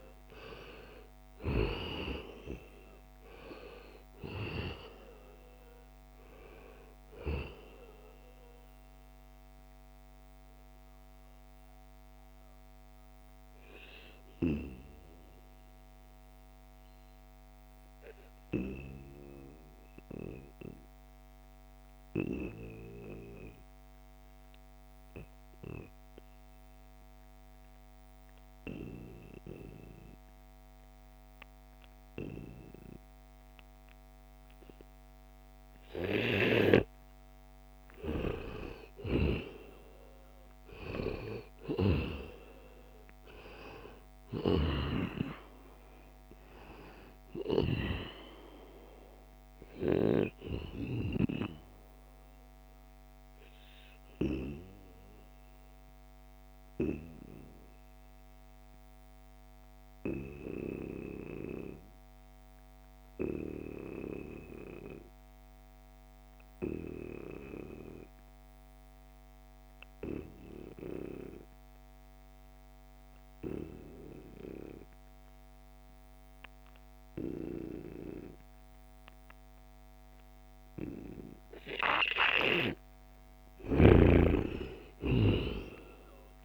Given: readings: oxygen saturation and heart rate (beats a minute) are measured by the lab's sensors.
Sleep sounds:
breathing in sleep by a microphone on the trachea; 2
0.00-21.50 s: oxygen desaturation (device-marked, oxygen 88% lowest, heart rate 66 extreme)
9.50-37.00 s: obstructive apnea (oxygen 96% before, 88% lowest, heart rate 73 before, 70 extreme, up 6 after)
38.00-41.00 s: arousal
42.50-62.50 s: oxygen desaturation (device-marked, oxygen 96% before, 90% lowest, heart rate 71 before, 67 extreme)
52.00-82.00 s: obstructive apnea (oxygen 97% before, 87% lowest, heart rate 74 before, 67 extreme, up 7 after)
79.50-86.45 s: oxygen desaturation (device-marked, oxygen 96% before, 92% lowest, heart rate 70 before, 69 extreme)
83.00-85.50 s: arousal
83.00-86.45 s: snoring (device-marked)
From the record:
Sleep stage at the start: N2 (light sleep); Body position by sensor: on the back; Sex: male

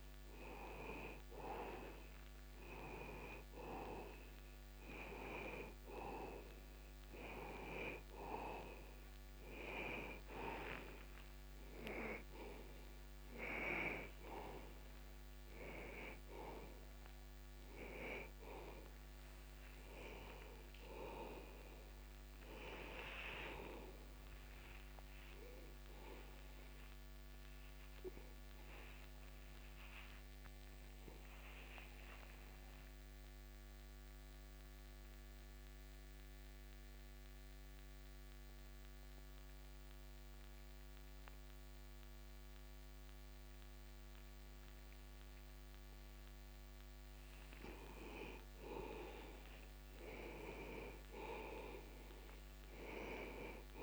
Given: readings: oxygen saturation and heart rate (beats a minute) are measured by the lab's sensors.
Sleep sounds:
breathing in sleep by a microphone on the trachea; 1
0.00-1.50 s: arousal
0.00-33.00 s: oxygen desaturation (device-marked, oxygen 97% before, 86% lowest)
22.50-26.50 s: arousal
28.50-47.00 s: obstructive apnea (oxygen 96% before, 88% lowest)
48.50-53.00 s: arousal
From the record:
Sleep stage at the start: N2 (light sleep); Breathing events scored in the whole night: 150 in 2.6 hours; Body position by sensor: on the back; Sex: male

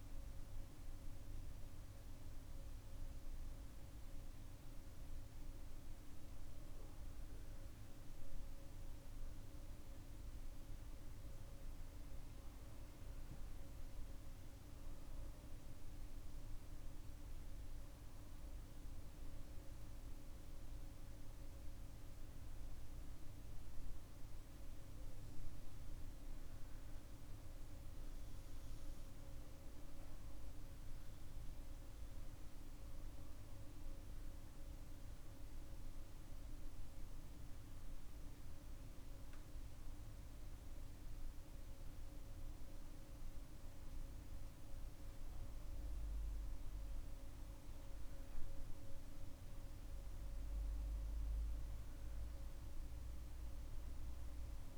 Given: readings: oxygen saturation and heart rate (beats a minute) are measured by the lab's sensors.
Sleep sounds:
breathing in sleep, hard to hear, by a room microphone; none
none scored
From the record:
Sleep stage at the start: N2 (light sleep); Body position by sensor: on the back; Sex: female

